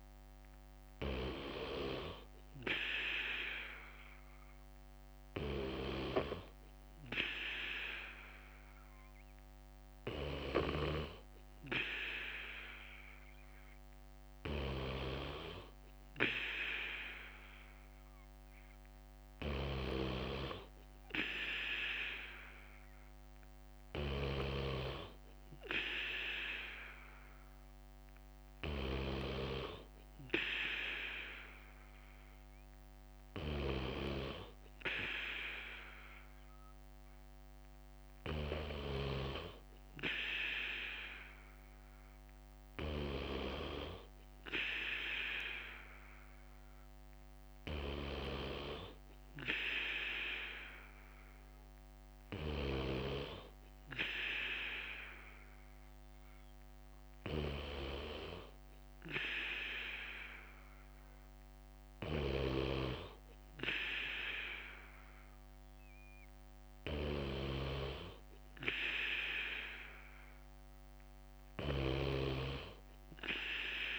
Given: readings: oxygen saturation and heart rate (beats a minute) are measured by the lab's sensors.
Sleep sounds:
breathing in sleep by a microphone on the trachea; none
8.50-14.50 s: bradycardia (device-marked, heart rate 59 before, 58 extreme)
39.50-45.50 s: bradycardia (device-marked, heart rate 59 before, 59 extreme)
46.50-49.50 s: bradycardia (device-marked, heart rate 59 before, 59 extreme)
51.50-53.50 s: bradycardia (device-marked, heart rate 59 before, 59 extreme)
From the record:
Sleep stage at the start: N3 (deep sleep); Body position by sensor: on the back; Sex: male

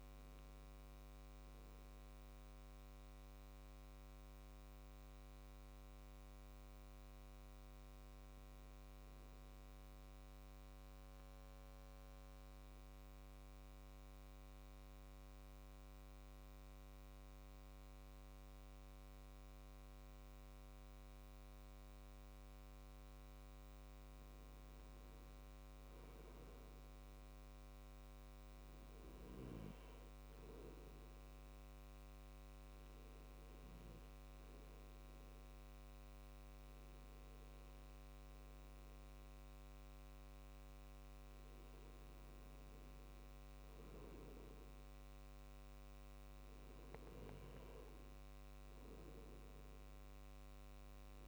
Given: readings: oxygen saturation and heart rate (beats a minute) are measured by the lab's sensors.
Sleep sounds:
breathing in sleep, hard to hear, by a microphone on the trachea; 2
0.00-1.00 s: oxygen desaturation (device-marked, oxygen 93% lowest, heart rate 63 extreme)
11.00-22.00 s: obstructive apnea (oxygen 97% before, 95% lowest, heart rate 66 before, 64 extreme, up 5 after)
25.50-28.50 s: arousal
29.00-47.00 s: oxygen desaturation (device-marked, oxygen 99% before, 95% lowest, heart rate 66 before, 64 extreme)
32.00-42.50 s: obstructive apnea (oxygen 99% before, 95% lowest, heart rate 67 before, 64 extreme, up 5 after)
46.50-49.50 s: arousal
From the record:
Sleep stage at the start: N2 (light sleep); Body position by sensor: on the back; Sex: male

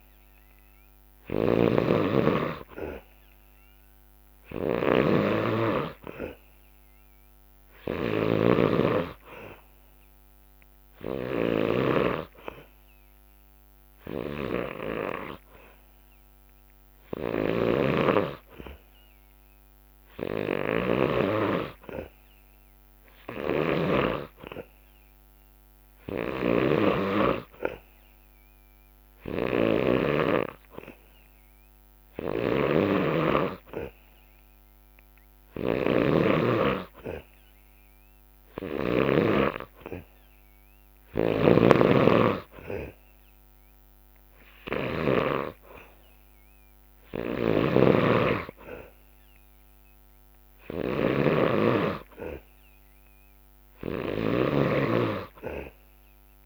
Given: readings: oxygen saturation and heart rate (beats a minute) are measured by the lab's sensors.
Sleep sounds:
breathing in sleep by a microphone on the trachea; none
0.00-21.00 s: snoring (device-marked)
23.00-30.00 s: snoring (device-marked)
32.00-39.00 s: snoring (device-marked)
41.00-45.00 s: snoring (device-marked)
47.00-56.46 s: snoring (device-marked)
From the record:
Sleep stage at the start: N2 (light sleep); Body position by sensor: on the back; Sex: male

